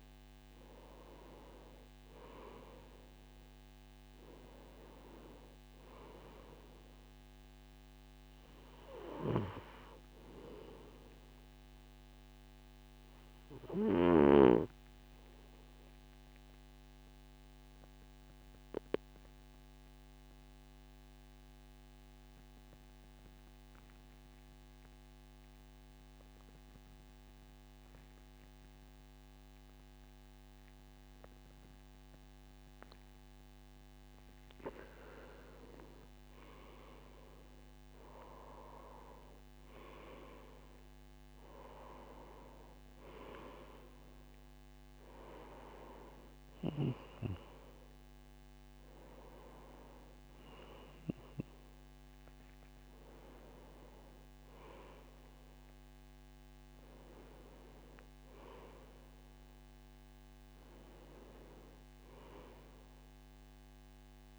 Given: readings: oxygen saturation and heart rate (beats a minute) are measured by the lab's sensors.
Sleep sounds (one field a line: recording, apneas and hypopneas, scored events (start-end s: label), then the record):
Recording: breathing in sleep by a microphone on the trachea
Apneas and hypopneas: 1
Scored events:
12.50-34.00 s: obstructive apnea (oxygen 97% before, 91% lowest, heart rate 60 before, 54 extreme, up 4 after)
34.00-38.50 s: arousal
35.00-43.00 s: oxygen desaturation (device-marked, oxygen 96% before, 92% lowest, heart rate 56 before, 49 extreme)
From the record:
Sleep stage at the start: N2 (light sleep)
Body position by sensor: on the right side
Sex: male